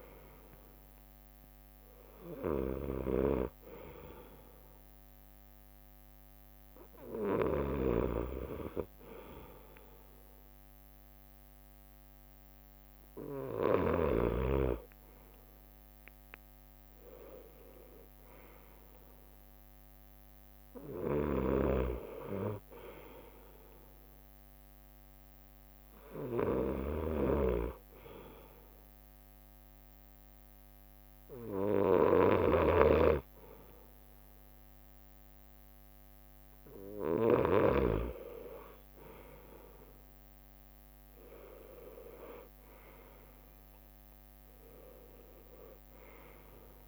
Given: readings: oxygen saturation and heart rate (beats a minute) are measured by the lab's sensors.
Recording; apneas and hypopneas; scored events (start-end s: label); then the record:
breathing in sleep by a microphone on the trachea; none
6.00-10.50 s: leg movement (device-marked)
12.00-23.00 s: drop in pulse transit time (device-marked, heart rate 65 before, 63 extreme)
15.50-23.00 s: leg movement (device-marked)
23.50-27.50 s: leg movement (device-marked)
31.50-36.50 s: leg movement (device-marked)
37.00-45.50 s: leg movement (device-marked)
43.00-46.50 s: arousal
From the record:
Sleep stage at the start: N2 (light sleep); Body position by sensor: on the right side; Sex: male